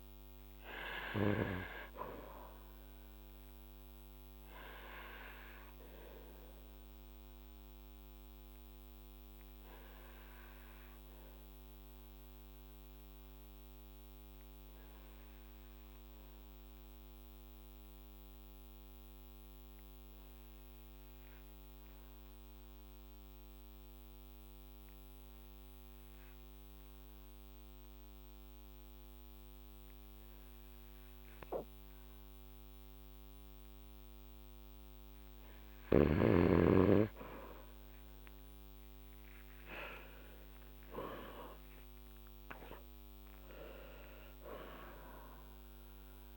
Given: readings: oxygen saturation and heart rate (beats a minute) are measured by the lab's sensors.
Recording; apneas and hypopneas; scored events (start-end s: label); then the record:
breathing in sleep by a microphone on the trachea; 1
0.00-1.50 s: arousal
4.50-34.50 s: obstructive apnea (oxygen 99% before, 93% lowest, heart rate 56 before, 48 extreme, up 7 after)
24.00-36.00 s: oxygen desaturation (device-marked, oxygen 96% before, 93% lowest, heart rate 54 before, 48 extreme)
37.00-43.00 s: arousal
From the record:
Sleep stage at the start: N2 (light sleep); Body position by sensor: on the back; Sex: male